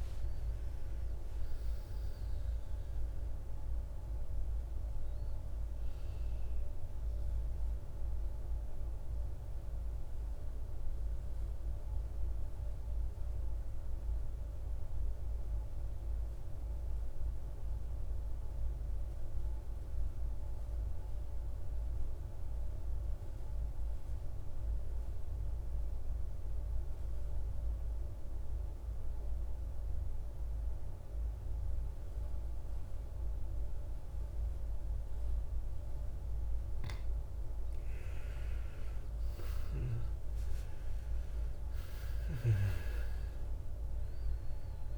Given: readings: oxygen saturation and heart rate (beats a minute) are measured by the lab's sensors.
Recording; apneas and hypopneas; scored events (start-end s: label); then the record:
breathing in sleep, hard to hear, by a room microphone; 1
0.00-1.00 s: arousal
0.00-20.00 s: oxygen desaturation (device-marked, oxygen 86% lowest, heart rate 51 extreme)
7.50-35.00 s: mixed apnea (oxygen 100% before, 84% lowest, heart rate 67 before, 51 extreme, up 13 after)
31.00-44.98 s: oxygen desaturation (device-marked, oxygen 99% before, 84% lowest, heart rate 54 before, 52 extreme)
38.00-41.50 s: arousal
From the record:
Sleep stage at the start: N2 (light sleep); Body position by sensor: on the back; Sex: male